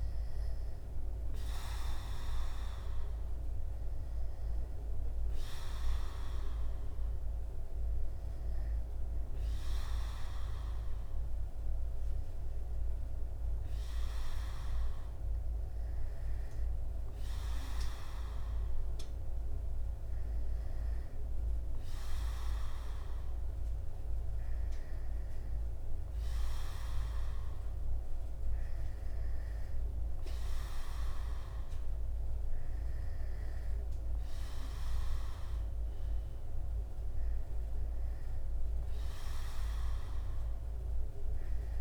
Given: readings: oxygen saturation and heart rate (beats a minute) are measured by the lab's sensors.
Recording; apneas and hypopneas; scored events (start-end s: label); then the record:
breathing in sleep by a room microphone; none
none scored
From the record:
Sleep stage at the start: N2 (light sleep); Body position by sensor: on the back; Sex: male